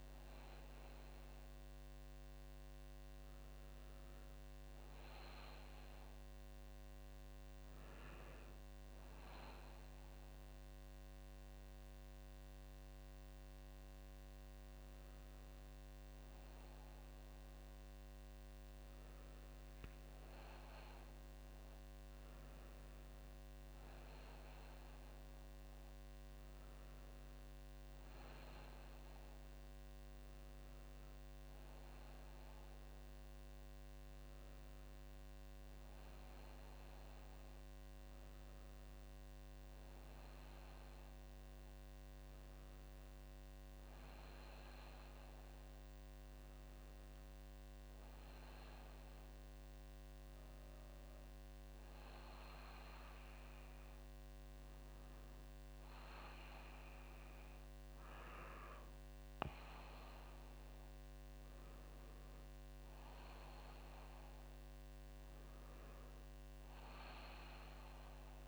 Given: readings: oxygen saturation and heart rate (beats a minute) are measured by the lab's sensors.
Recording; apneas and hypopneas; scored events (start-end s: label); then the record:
breathing in sleep, hard to hear, by a microphone on the trachea; none
37.00-68.47 s: new sleep stage, N2 (light sleep)
From the record:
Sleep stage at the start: N1 (lightest sleep); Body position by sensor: on the back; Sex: female